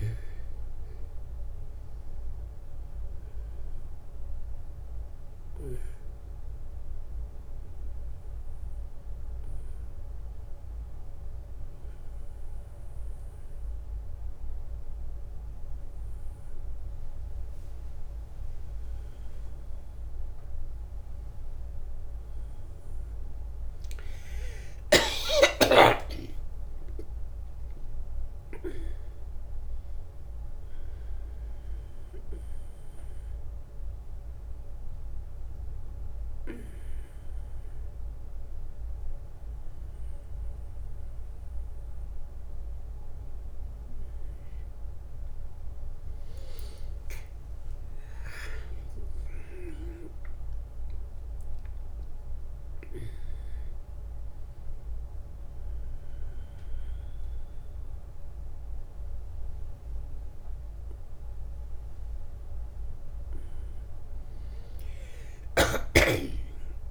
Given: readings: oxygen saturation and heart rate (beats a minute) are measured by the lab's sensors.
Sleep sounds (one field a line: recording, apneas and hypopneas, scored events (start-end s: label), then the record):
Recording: a person awake in a sleep study, by a room microphone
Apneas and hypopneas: none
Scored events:
none scored
From the record:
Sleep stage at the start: awake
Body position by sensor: on the back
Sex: male